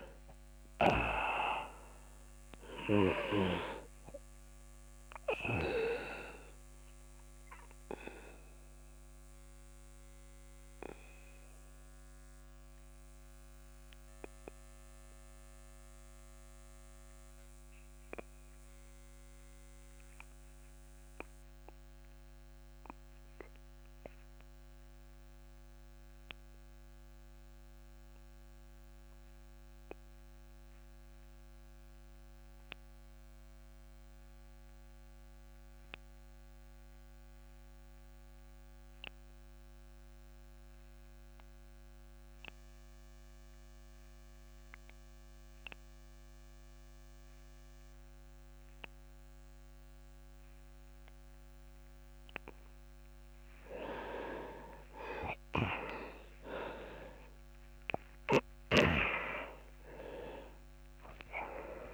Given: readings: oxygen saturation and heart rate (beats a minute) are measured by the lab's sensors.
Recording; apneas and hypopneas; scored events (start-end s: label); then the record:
breathing in sleep by a microphone on the trachea; 1
5.50-30.50 s: oxygen desaturation (device-marked, oxygen 98% before, 92% lowest)
6.50-53.00 s: obstructive apnea (oxygen 99% before, 86% lowest)
38.50-61.94 s: new sleep stage, REM sleep
47.50-61.94 s: oxygen desaturation (device-marked, oxygen 99% before, 86% lowest)
56.50-61.00 s: arousal
From the record:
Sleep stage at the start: N2 (light sleep); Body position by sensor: on the back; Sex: male